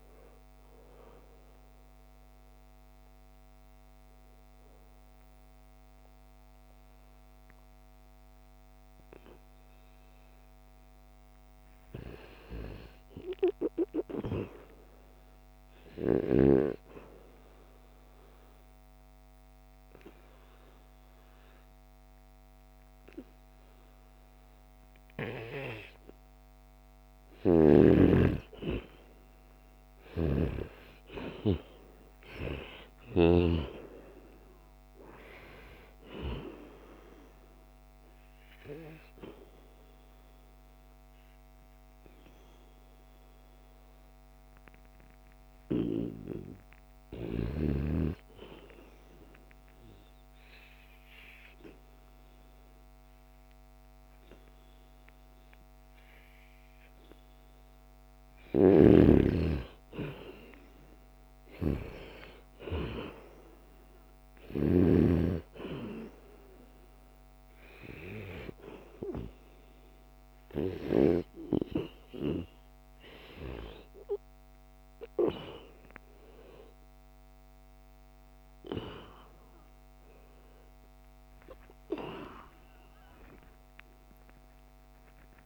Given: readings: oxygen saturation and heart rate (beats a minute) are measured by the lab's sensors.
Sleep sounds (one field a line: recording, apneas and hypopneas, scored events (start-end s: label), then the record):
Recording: a person partly awake in a sleep study, by a microphone on the trachea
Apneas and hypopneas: 3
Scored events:
0.00-12.50 s: oxygen desaturation (device-marked, oxygen 87% lowest, heart rate 70 extreme)
0.50-11.50 s: obstructive apnea (oxygen 96% before, 87% lowest, heart rate 75 before, 78 extreme, up 2 after)
12.00-14.50 s: arousal
17.00-28.00 s: obstructive apnea (oxygen 97% before, 92% lowest, heart rate 82 before, 78 extreme, up 11 after)
28.50-30.50 s: long interval between heartbeats (device-marked, heart rate 79 before, 89 extreme)
28.50-31.00 s: arousal
30.00-33.50 s: snoring (device-marked)
35.50-51.50 s: oxygen desaturation (device-marked, oxygen 96% before, 92% lowest, heart rate 82 before, 77 extreme)
45.00-48.00 s: arousal
49.00-59.00 s: obstructive apnea (oxygen 97% before, 92% lowest, heart rate 83 before, 77 extreme, up 5 after)
58.50-65.00 s: snoring (device-marked)
58.50-85.46 s: new sleep stage, awake
81.50-83.50 s: long interval between heartbeats (device-marked, heart rate 84 before, 101 extreme)
83.50-85.46 s: long interval between heartbeats (device-marked, heart rate 86 before, 120 extreme)
From the record:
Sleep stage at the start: N2 (light sleep)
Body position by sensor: on the back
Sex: male